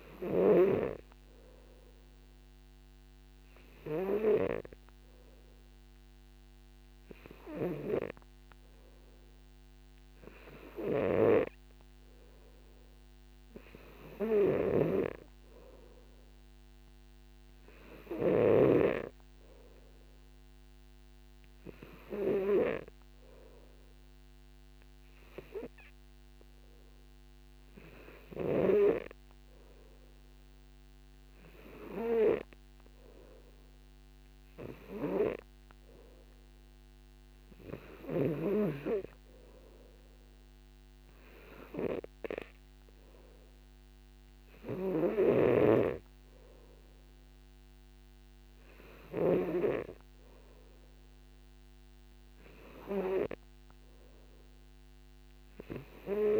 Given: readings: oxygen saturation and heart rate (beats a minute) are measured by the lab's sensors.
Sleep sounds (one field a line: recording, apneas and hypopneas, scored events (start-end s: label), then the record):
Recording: breathing in sleep by a microphone on the trachea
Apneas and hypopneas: none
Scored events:
15.00-19.00 s: snoring (device-marked)
45.00-50.00 s: snoring (device-marked)
From the record:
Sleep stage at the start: N3 (deep sleep)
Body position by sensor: on the back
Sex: male